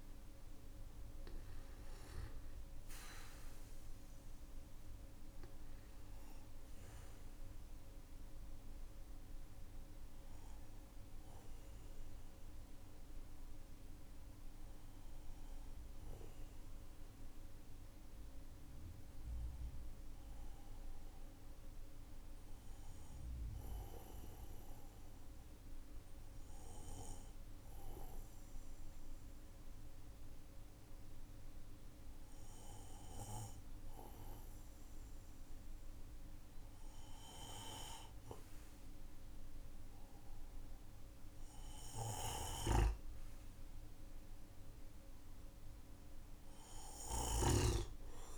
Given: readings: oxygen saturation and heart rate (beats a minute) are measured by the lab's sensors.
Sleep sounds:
breathing in sleep by a room microphone; 1
2.00-9.00 s: oxygen desaturation (device-marked, oxygen 96% before, 93% lowest, heart rate 51 before, 44 extreme)
8.50-41.00 s: obstructive apnea (oxygen 96% before, 93% lowest, heart rate 51 before, 45 extreme, up 9 after)
22.00-48.38 s: new sleep stage, N2 (light sleep)
41.00-48.38 s: oxygen desaturation (device-marked, oxygen 97% before, 93% lowest, heart rate 51 before, 46 extreme)
43.50-47.50 s: arousal
From the record:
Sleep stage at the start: N1 (lightest sleep); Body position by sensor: on the right side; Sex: male

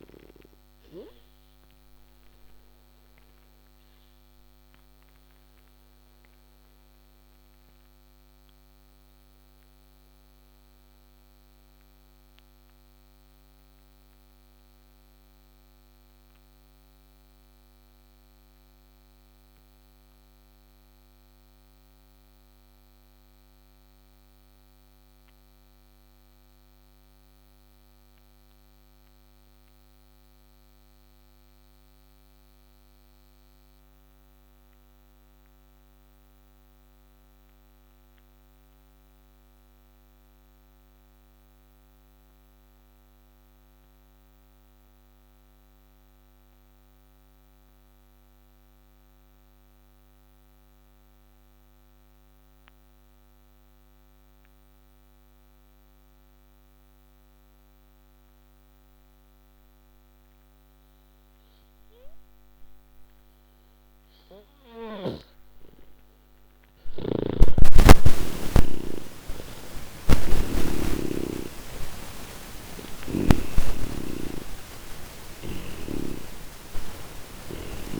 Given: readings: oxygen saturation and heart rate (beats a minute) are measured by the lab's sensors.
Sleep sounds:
breathing in sleep by a microphone on the trachea; 1
0.00-31.00 s: oxygen desaturation (device-marked, oxygen 80% lowest)
2.00-63.50 s: mixed apnea (oxygen 97% before, 79% lowest)
57.00-78.00 s: oxygen desaturation (device-marked, oxygen 98% before, 79% lowest)
66.00-72.00 s: arousal
66.50-70.00 s: snoring (device-marked)
72.00-75.50 s: snoring (device-marked)
From the record:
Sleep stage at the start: N2 (light sleep); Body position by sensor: on the back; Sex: male

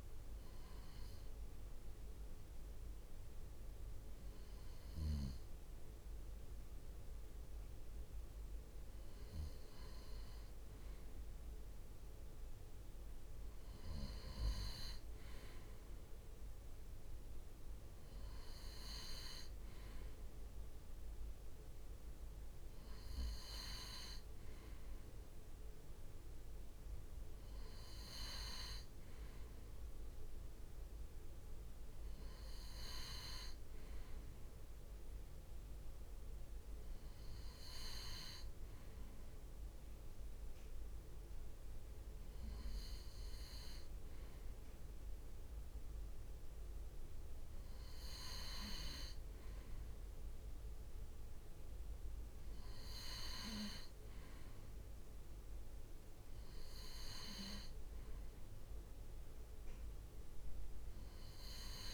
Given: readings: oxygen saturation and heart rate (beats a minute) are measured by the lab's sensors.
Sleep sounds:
breathing in sleep by a room microphone; none
0.00-1.00 s: drop in pulse transit time (device-marked, heart rate 68 extreme)
From the record:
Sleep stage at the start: N2 (light sleep); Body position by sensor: on the right side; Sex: male

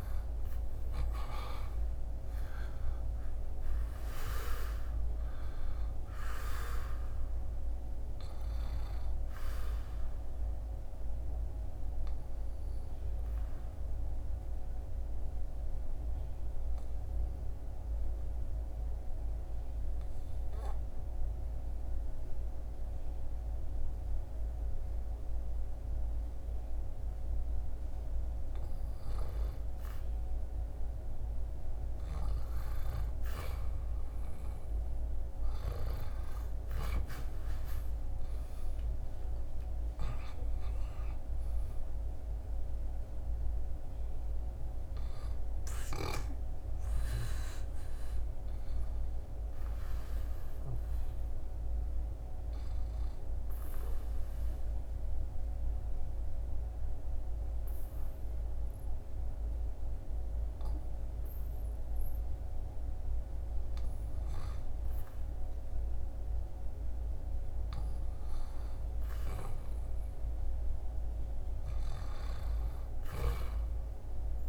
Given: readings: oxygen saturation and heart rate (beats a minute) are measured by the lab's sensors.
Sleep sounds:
breathing in sleep by a room microphone; 2
0.00-3.00 s: arousal
6.00-28.00 s: oxygen desaturation (device-marked, oxygen 98% before, 94% lowest, heart rate 78 before, 74 extreme)
12.00-28.50 s: obstructive apnea (oxygen 99% before, 94% lowest, heart rate 78 before, 74 extreme, up 4 after)
31.00-35.50 s: arousal
52.00-63.00 s: obstructive apnea (oxygen 99% before, 95% lowest, heart rate 81 before, 76 extreme, up 1 after)
65.50-69.50 s: arousal
From the record:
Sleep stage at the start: N1 (lightest sleep); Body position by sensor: on the back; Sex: male

